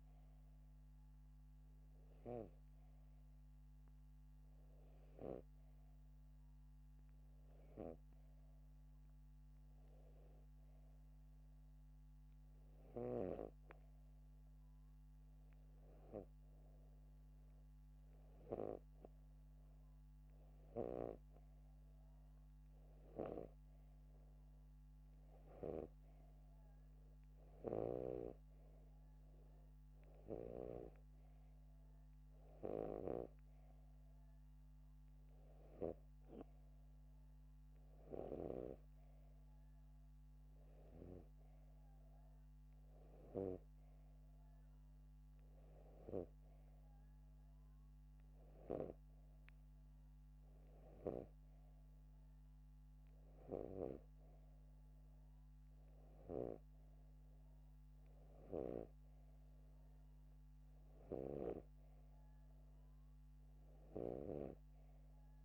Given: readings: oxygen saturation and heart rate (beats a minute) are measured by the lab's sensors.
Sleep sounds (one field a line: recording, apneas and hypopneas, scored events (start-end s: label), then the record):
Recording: breathing in sleep by a microphone on the trachea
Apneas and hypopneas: none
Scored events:
none scored
From the record:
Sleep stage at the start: N2 (light sleep)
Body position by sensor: upright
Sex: male